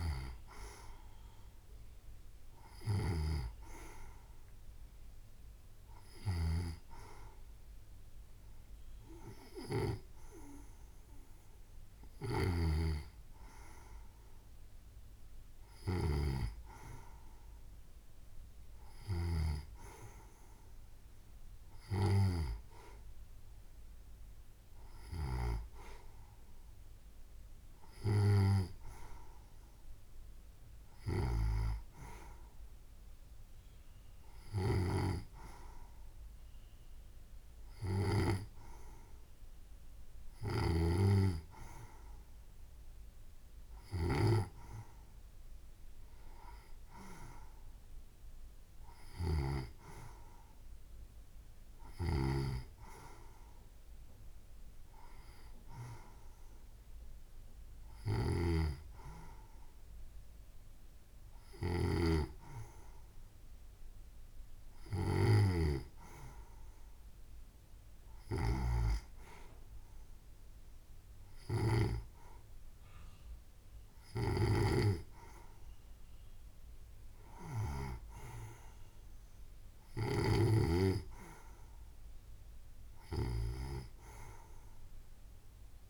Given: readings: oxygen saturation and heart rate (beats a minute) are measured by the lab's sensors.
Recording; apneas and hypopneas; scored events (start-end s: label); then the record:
breathing in sleep by a room microphone; none
none scored
From the record:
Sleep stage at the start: N2 (light sleep); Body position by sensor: on the right side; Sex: female